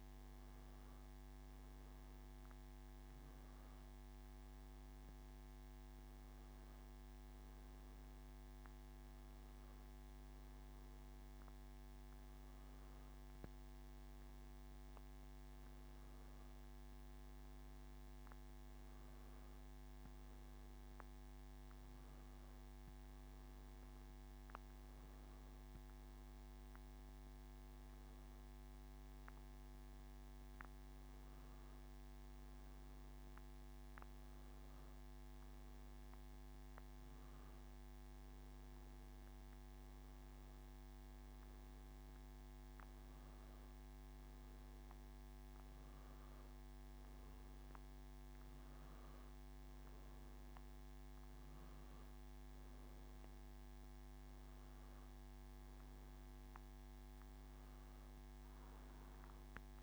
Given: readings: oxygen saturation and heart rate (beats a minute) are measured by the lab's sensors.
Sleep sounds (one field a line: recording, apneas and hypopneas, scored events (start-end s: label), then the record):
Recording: breathing in sleep, hard to hear, by a microphone on the trachea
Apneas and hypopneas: none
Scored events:
13.00-59.83 s: new sleep stage, N2 (light sleep)
From the record:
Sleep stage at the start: N1 (lightest sleep)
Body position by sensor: on the back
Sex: male